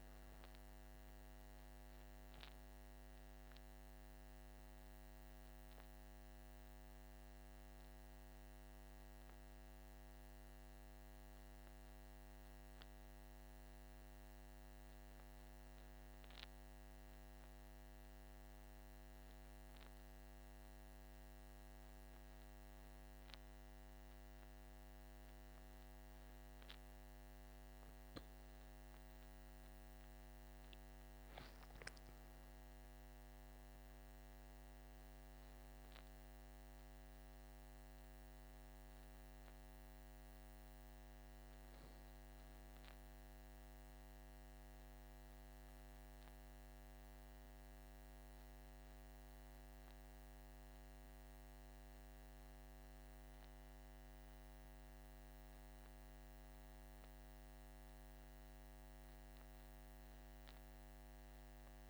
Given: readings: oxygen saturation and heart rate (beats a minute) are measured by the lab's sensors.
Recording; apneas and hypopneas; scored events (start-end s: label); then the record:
breathing in sleep, hard to hear, by a microphone on the trachea; none
none scored
From the record:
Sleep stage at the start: N1 (lightest sleep); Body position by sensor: on the right side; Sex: male